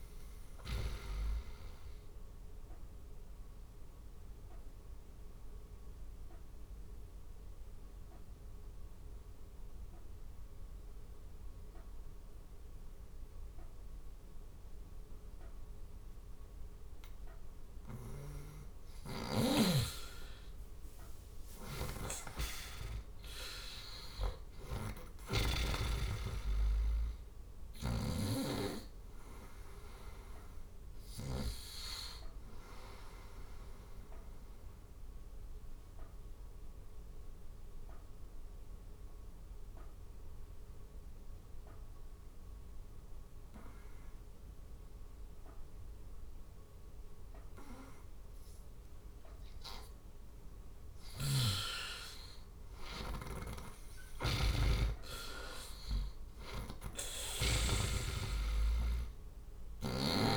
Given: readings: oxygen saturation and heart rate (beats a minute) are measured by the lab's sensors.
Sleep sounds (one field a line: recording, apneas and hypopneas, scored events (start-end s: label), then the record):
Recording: breathing in sleep by a room microphone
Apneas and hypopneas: 2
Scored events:
2.00-17.00 s: obstructive apnea (oxygen 97% before, 90% lowest, heart rate 78 before, 70 extreme, up 10 after)
17.50-31.00 s: snoring (device-marked)
19.00-23.00 s: arousal
24.50-51.50 s: oxygen desaturation (device-marked, oxygen 97% before, 91% lowest, heart rate 74 before, 71 extreme)
33.50-48.50 s: obstructive apnea (oxygen 97% before, 87% lowest, heart rate 76 before, 71 extreme, up 5 after)
50.50-54.00 s: arousal
50.50-57.00 s: snoring (device-marked)
53.50-60.37 s: oxygen desaturation (device-marked, oxygen 98% before, 87% lowest, heart rate 73 before, 68 extreme)
From the record:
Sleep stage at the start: N2 (light sleep)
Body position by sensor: on the right side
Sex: male